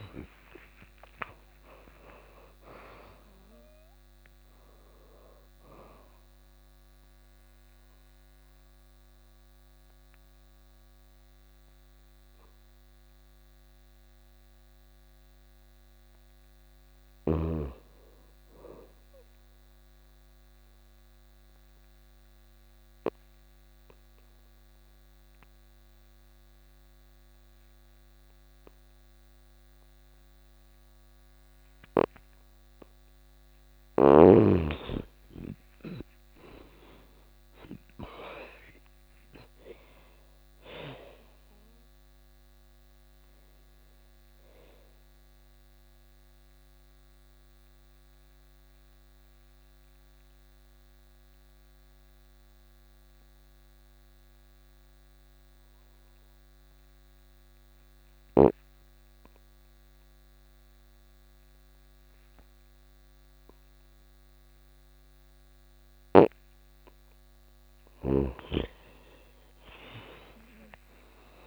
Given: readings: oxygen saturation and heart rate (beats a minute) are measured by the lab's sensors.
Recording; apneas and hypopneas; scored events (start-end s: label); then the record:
breathing in sleep by a microphone on the trachea; 3
0.00-14.50 s: oxygen desaturation (device-marked, oxygen 88% lowest, heart rate 85 extreme)
5.50-15.50 s: obstructive apnea (oxygen 99% before, 85% lowest, heart rate 130 before, 85 extreme, up 21 after)
16.50-18.50 s: arousal
20.00-32.00 s: obstructive apnea (oxygen 99% before, 84% lowest)
28.50-52.50 s: oxygen desaturation (device-marked, oxygen 98% before, 85% lowest)
34.00-38.00 s: arousal
41.00-66.00 s: mixed apnea (oxygen 99% before, 84% lowest)
66.50-71.47 s: oxygen desaturation (device-marked, oxygen 99% before, 84% lowest)
67.50-71.47 s: arousal
From the record:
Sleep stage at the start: N2 (light sleep); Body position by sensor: on the back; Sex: female